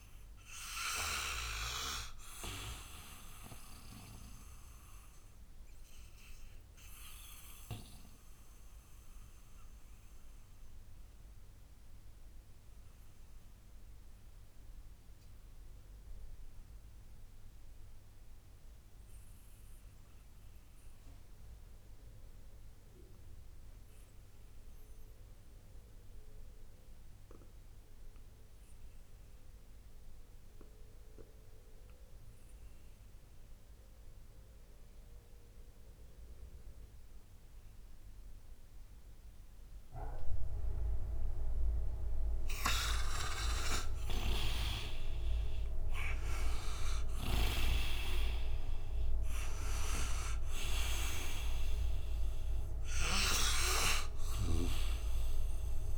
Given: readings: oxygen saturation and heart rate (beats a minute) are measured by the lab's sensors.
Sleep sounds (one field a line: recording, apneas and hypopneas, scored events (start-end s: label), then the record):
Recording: breathing in sleep by a room microphone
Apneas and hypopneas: 1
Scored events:
0.00-22.50 s: oxygen desaturation (device-marked, oxygen 87% lowest, heart rate 58 extreme)
6.00-42.50 s: mixed apnea (oxygen 98% before, 79% lowest, heart rate 66 before, 58 extreme, up 25 after)
34.50-55.98 s: oxygen desaturation (device-marked, oxygen 97% before, 79% lowest, heart rate 65 before, 58 extreme)
44.00-49.00 s: arousal
From the record:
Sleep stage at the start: N2 (light sleep)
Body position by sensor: on the right side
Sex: male